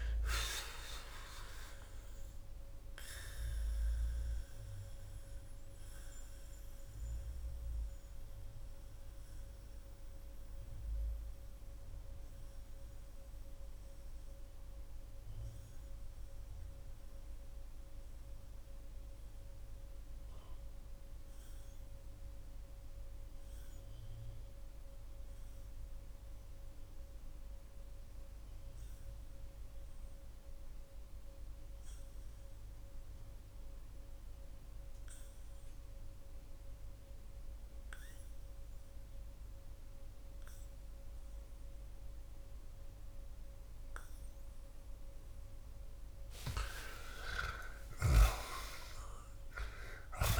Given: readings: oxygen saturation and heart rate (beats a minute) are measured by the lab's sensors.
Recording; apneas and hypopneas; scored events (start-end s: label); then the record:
breathing in sleep by a room microphone; 1
2.50-45.50 s: mixed apnea (oxygen 94% before, 76% lowest)
25.00-38.00 s: oxygen desaturation (device-marked, oxygen 92% before, 76% lowest)
46.50-50.40 s: arousal
From the record:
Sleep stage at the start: REM sleep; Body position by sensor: on the back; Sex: male